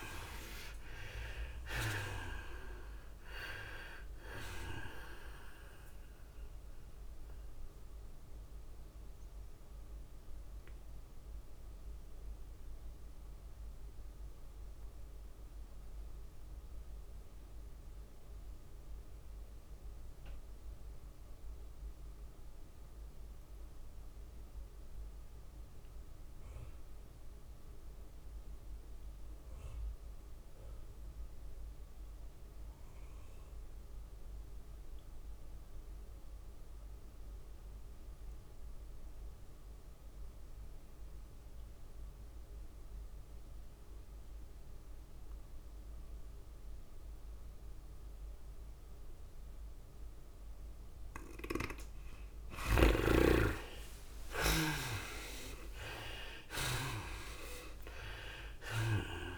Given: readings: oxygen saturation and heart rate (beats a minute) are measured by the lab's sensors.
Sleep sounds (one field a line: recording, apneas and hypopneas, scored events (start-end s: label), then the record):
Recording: breathing in sleep by a room microphone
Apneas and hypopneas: 1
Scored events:
0.00-1.50 s: arousal
0.00-14.50 s: drop in pulse transit time (device-marked, heart rate 107 extreme)
0.00-16.50 s: oxygen desaturation (device-marked, oxygen 70% lowest, heart rate 99 extreme)
0.00-34.50 s: tachycardia (device-marked, heart rate 122 extreme)
6.50-51.50 s: mixed apnea (oxygen 95% before, 64% lowest, heart rate 107 before, 99 extreme, up 11 after)
27.50-59.38 s: oxygen desaturation (device-marked, oxygen 99% before, 64% lowest, heart rate 109 before, 99 extreme)
50.50-59.38 s: tachycardia (device-marked, heart rate 106 before, 114 extreme)
54.50-59.38 s: arousal
56.50-59.38 s: drop in pulse transit time (device-marked, heart rate 100 before, 106 extreme)
From the record:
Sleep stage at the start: N2 (light sleep)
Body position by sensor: on the back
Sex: female